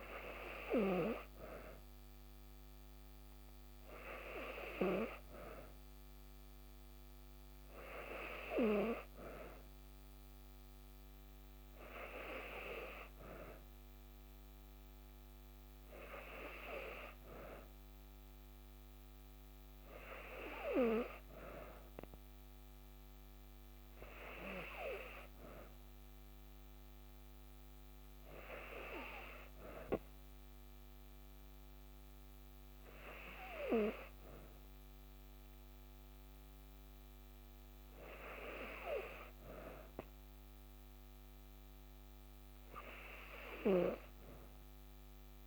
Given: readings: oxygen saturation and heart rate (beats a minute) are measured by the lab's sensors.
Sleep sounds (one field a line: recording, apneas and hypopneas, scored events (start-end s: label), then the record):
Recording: breathing in sleep by a microphone on the trachea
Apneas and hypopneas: none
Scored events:
none scored
From the record:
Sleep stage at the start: N2 (light sleep)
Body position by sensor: on the back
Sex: female